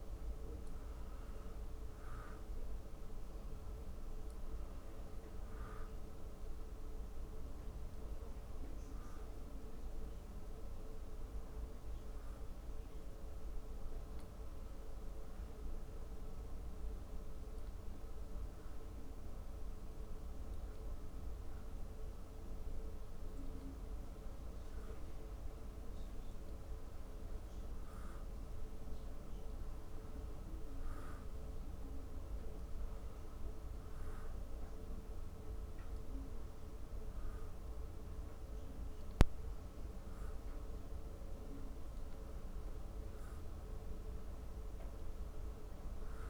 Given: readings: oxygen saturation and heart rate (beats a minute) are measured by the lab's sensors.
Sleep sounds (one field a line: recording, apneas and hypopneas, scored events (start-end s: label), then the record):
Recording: breathing in sleep, hard to hear, by a room microphone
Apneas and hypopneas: none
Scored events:
none scored
From the record:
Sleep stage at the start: N2 (light sleep)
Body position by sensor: on the back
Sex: male